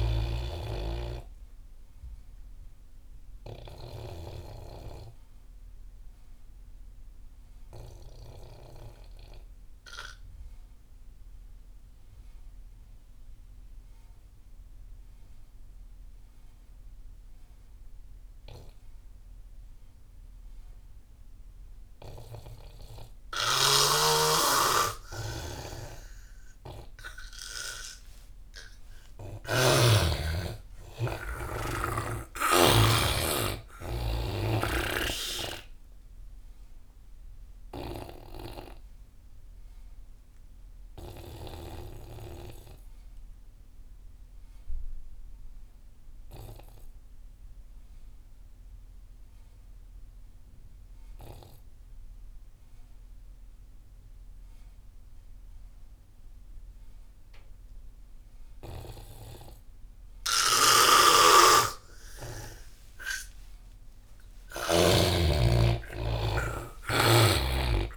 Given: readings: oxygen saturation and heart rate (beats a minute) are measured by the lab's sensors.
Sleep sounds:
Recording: breathing in sleep by a room microphone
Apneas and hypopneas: 2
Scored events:
0.00-15.00 s: oxygen desaturation (device-marked, oxygen 98% before, 88% lowest)
2.50-29.00 s: obstructive apnea (oxygen 99% before, 84% lowest)
24.00-30.00 s: snoring (device-marked)
26.00-50.00 s: oxygen desaturation (device-marked, oxygen 98% before, 86% lowest)
29.50-34.00 s: arousal
34.50-38.50 s: snoring (device-marked)
37.00-63.00 s: obstructive apnea (oxygen 98% before, 84% lowest)
61.00-65.50 s: snoring (device-marked)
62.00-67.97 s: oxygen desaturation (device-marked, oxygen 97% before, 84% lowest)
64.00-67.97 s: arousal
From the record:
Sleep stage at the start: N2 (light sleep)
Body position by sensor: on the back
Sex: male

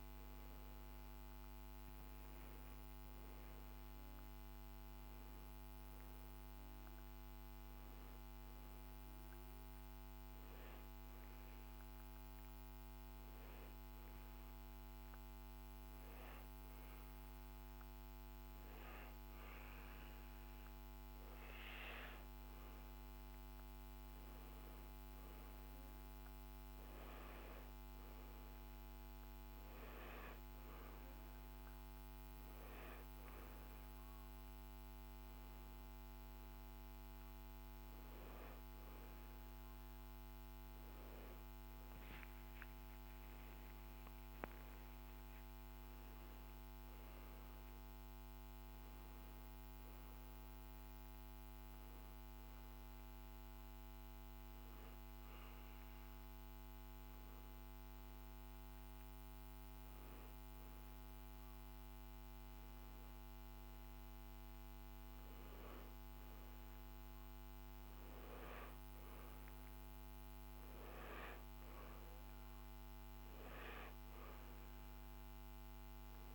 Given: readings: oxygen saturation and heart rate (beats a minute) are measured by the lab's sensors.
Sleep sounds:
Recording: breathing in sleep, hard to hear, by a microphone on the trachea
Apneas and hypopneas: 1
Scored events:
43.50-47.50 s: arousal
51.50-66.00 s: hypopnea (oxygen 96% before, 88% lowest, heart rate 65 before, 58 extreme, up 2 after)
From the record:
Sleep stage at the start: N2 (light sleep)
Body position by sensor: on the back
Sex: male

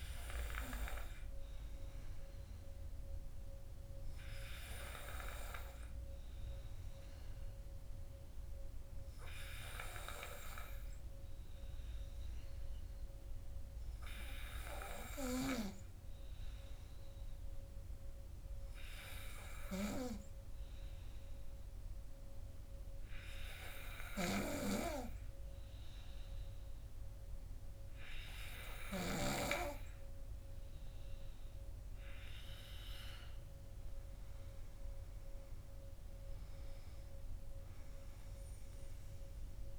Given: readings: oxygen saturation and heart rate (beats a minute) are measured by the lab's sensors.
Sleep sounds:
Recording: breathing in sleep by a room microphone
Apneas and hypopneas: none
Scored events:
none scored
From the record:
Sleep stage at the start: N2 (light sleep)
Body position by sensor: on the back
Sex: male

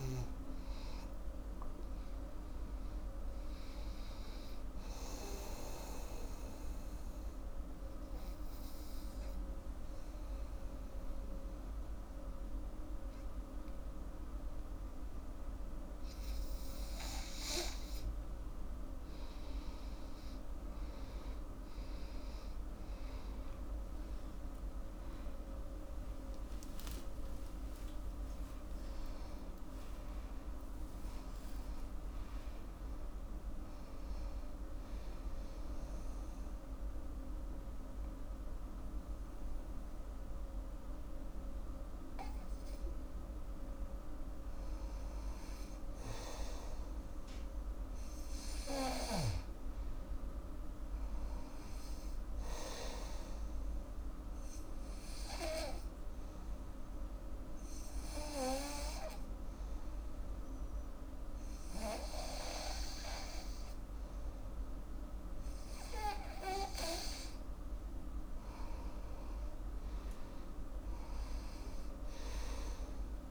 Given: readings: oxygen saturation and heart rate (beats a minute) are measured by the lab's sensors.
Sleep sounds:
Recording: breathing in sleep by a room microphone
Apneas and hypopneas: 2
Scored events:
1.00-11.00 s: oxygen desaturation (device-marked, oxygen 99% before, 92% lowest, heart rate 74 before, 76 extreme)
5.50-17.00 s: obstructive apnea (oxygen 99% before, 90% lowest, heart rate 77 before, 76 extreme, up 10 after)
21.00-40.00 s: oxygen desaturation (device-marked, oxygen 98% before, 90% lowest, heart rate 81 before, 79 extreme)
23.00-28.00 s: arousal
30.50-32.50 s: long interval between heartbeats (device-marked, heart rate 82 before, 104 extreme)
46.50-50.00 s: arousal
51.00-60.00 s: oxygen desaturation (device-marked, oxygen 99% before, 93% lowest, heart rate 91 before, 75 extreme)
54.00-67.00 s: hypopnea (oxygen 99% before, 92% lowest, heart rate 86 before, 75 extreme, up 7 after)
68.50-71.50 s: arousal
71.00-73.31 s: oxygen desaturation (device-marked, oxygen 97% before, 93% lowest, heart rate 81 before, 70 extreme)
From the record:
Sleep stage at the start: N2 (light sleep)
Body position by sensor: on the back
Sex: female

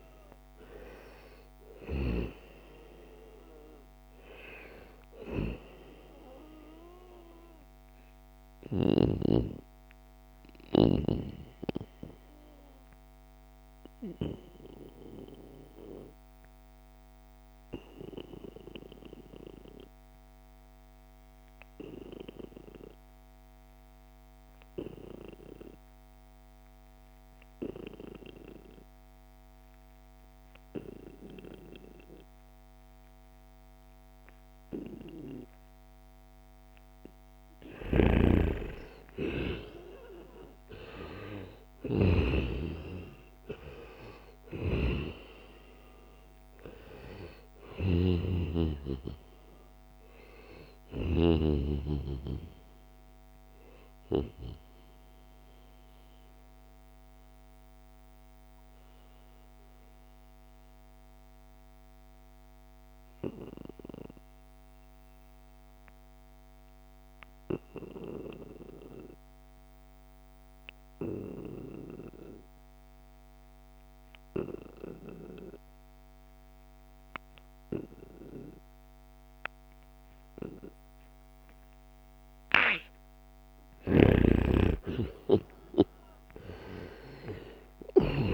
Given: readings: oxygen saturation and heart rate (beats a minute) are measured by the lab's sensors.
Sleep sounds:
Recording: breathing in sleep by a microphone on the trachea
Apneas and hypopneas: 2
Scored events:
0.00-13.50 s: oxygen desaturation (device-marked, oxygen 91% lowest, heart rate 69 extreme)
9.00-37.00 s: obstructive apnea (oxygen 96% before, 89% lowest, heart rate 77 before, 69 extreme, up 4 after)
32.50-60.50 s: oxygen desaturation (device-marked, oxygen 97% before, 89% lowest, heart rate 75 before, 69 extreme)
37.50-42.00 s: snoring (device-marked)
38.50-43.50 s: arousal
54.50-82.50 s: mixed apnea (oxygen 97% before, 88% lowest, heart rate 74 before, 69 extreme, up 5 after)
76.50-88.34 s: oxygen desaturation (device-marked, oxygen 98% before, 88% lowest, heart rate 72 before, 69 extreme)
83.50-88.00 s: snoring (device-marked)
84.50-88.34 s: arousal
From the record:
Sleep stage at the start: N2 (light sleep)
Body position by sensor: on the right side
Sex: male

